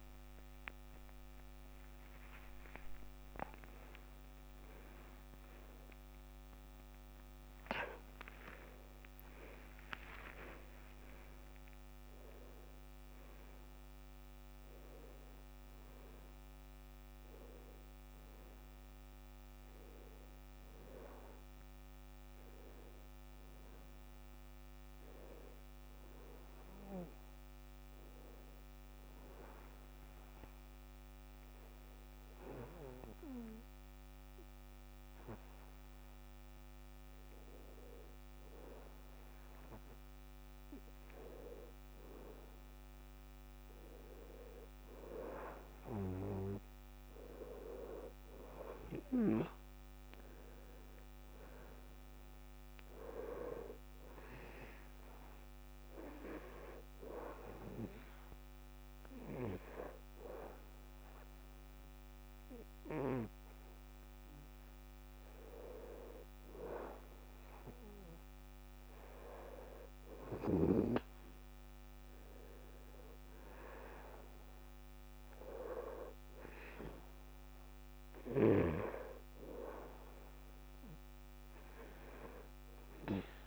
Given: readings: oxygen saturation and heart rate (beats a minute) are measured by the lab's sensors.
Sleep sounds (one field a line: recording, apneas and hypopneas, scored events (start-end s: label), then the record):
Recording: breathing in sleep by a microphone on the trachea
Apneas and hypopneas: 1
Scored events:
0.00-3.50 s: oxygen desaturation (device-marked, oxygen 87% lowest, heart rate 76 extreme)
0.00-4.50 s: arousal
8.50-83.47 s: new sleep stage, N2 (light sleep)
30.00-40.50 s: hypopnea (oxygen 96% before, 91% lowest, heart rate 81 before, 71 extreme, up 1 after)
43.00-48.50 s: arousal
52.50-68.50 s: oxygen desaturation (device-marked, oxygen 95% before, 91% lowest, heart rate 72 before, 73 extreme)
From the record:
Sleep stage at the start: N1 (lightest sleep)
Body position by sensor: on the back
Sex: male